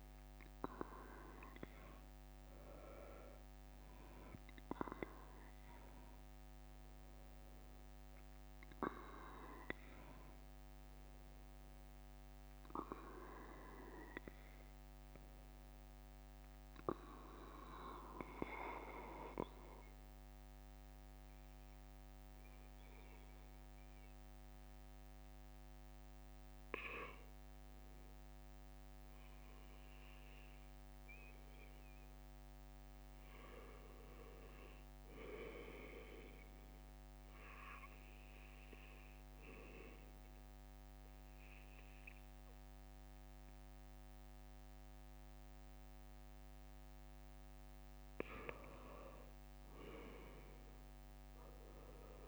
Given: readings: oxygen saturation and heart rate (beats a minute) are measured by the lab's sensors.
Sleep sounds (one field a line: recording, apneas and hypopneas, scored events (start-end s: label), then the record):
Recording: breathing in sleep by a microphone on the trachea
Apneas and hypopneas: 1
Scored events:
0.00-3.00 s: arousal
18.00-45.00 s: obstructive apnea (oxygen 98% before, 89% lowest, heart rate 66 before, 64 extreme, up 5 after)
48.00-52.00 s: arousal
From the record:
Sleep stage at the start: N2 (light sleep)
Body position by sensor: on the back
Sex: male